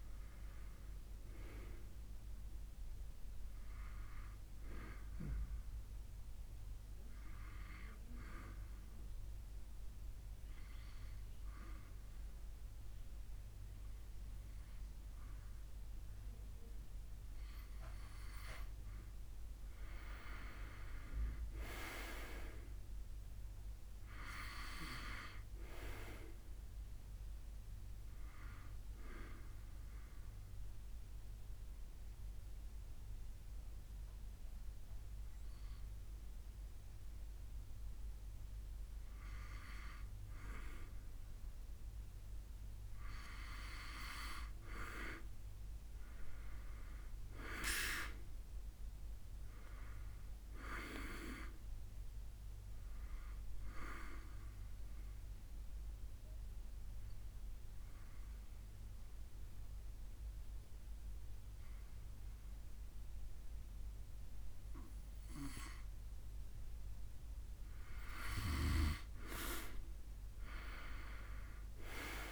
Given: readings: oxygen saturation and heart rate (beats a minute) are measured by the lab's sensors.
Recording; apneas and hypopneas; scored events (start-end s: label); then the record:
breathing in sleep by a room microphone; 3
0.00-12.50 s: oxygen desaturation (device-marked, oxygen 93% lowest, heart rate 70 extreme)
8.00-18.50 s: obstructive apnea (oxygen 97% before, 91% lowest, heart rate 76 before, 70 extreme, up 5 after)
20.50-23.50 s: arousal
30.00-41.50 s: obstructive apnea (oxygen 96% before, 91% lowest, heart rate 73 before, 70 extreme, up 3 after)
42.50-49.50 s: oxygen desaturation (device-marked, oxygen 94% before, 91% lowest, heart rate 74 before, 71 extreme)
45.00-49.00 s: arousal
54.50-66.50 s: obstructive apnea (oxygen 95% before, 91% lowest, heart rate 73 before, 69 extreme, up 1 after)
67.00-71.00 s: arousal
From the record:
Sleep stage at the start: N2 (light sleep); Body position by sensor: on the back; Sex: male